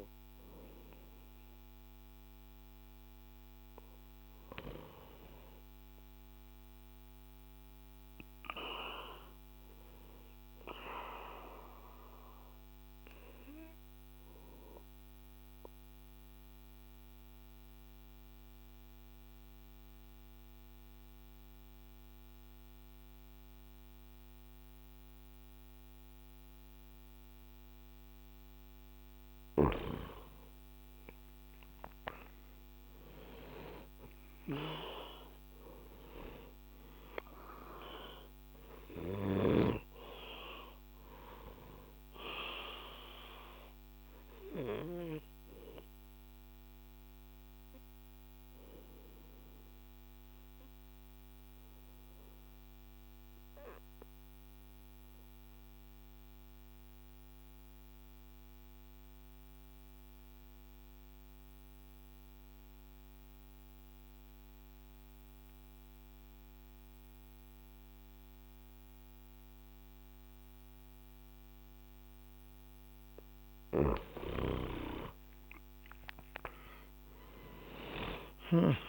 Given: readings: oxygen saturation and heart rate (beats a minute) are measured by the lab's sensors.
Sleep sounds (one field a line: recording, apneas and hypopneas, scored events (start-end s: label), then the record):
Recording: breathing in sleep by a microphone on the trachea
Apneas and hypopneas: 2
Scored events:
0.00-18.50 s: oxygen desaturation (device-marked, oxygen 93% lowest, heart rate 58 extreme)
7.50-28.50 s: obstructive apnea (oxygen 97% before, 89% lowest, heart rate 70 before, 58 extreme, up 18 after)
31.00-35.00 s: arousal
35.50-59.50 s: oxygen desaturation (device-marked, oxygen 97% before, 92% lowest, heart rate 65 before, 59 extreme)
42.00-72.00 s: obstructive apnea (oxygen 97% before, 87% lowest, heart rate 70 before, 59 extreme, up 18 after)
72.50-77.50 s: snoring (device-marked)
73.50-78.88 s: oxygen desaturation (device-marked, oxygen 97% before, 87% lowest, heart rate 64 before, 59 extreme)
74.50-78.88 s: arousal
From the record:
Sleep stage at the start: N2 (light sleep)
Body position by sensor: on the back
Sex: male